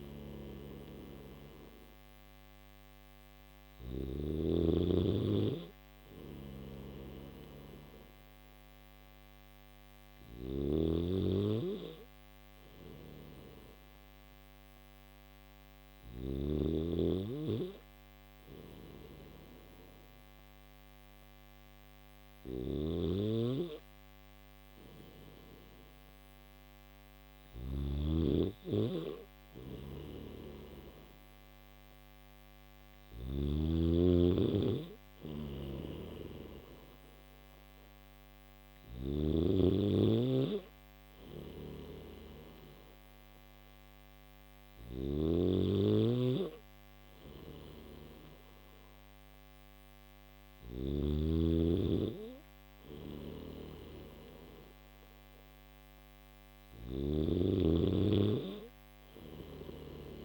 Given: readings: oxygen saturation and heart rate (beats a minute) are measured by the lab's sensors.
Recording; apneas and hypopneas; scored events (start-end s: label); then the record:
breathing in sleep by a microphone on the trachea; none
0.00-3.50 s: snoring (device-marked)
9.50-16.00 s: snoring (device-marked)
22.00-33.00 s: snoring (device-marked)
35.00-50.50 s: snoring (device-marked)
52.50-56.50 s: snoring (device-marked)
From the record:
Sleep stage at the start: N1 (lightest sleep); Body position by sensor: on the back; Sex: male